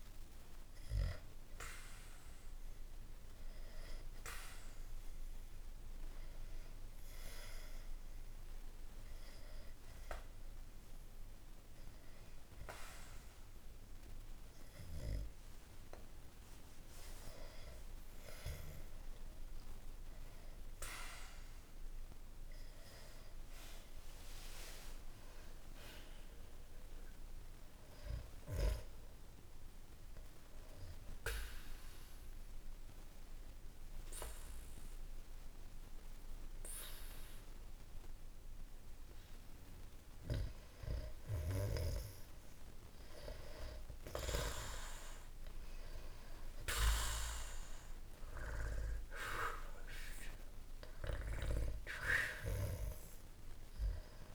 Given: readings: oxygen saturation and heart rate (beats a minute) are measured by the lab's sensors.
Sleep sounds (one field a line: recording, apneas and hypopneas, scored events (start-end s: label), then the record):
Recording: breathing in sleep by a room microphone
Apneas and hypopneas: 2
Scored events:
0.00-17.50 s: oxygen desaturation (device-marked, oxygen 92% lowest, heart rate 53 extreme)
0.50-16.00 s: hypopnea (oxygen 99% before, 92% lowest, heart rate 63 before, 53 extreme, up 1 after)
20.00-24.50 s: arousal
29.50-40.50 s: obstructive apnea (oxygen 98% before, 92% lowest, heart rate 65 before, 54 extreme, up 13 after)
49.50-54.00 s: arousal
From the record:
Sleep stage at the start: N2 (light sleep)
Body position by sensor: on the back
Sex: male